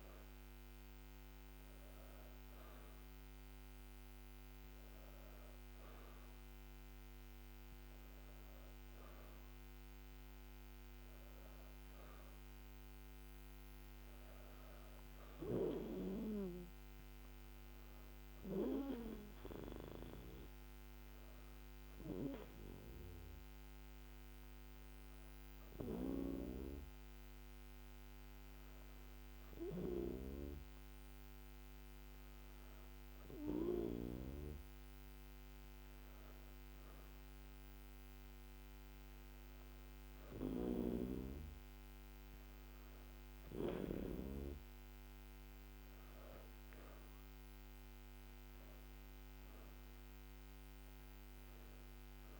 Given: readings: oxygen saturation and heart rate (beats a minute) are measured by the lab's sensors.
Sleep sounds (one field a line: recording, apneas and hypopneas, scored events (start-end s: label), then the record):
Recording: breathing in sleep by a microphone on the trachea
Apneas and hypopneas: none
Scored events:
none scored
From the record:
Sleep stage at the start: N2 (light sleep)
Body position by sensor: on the back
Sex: female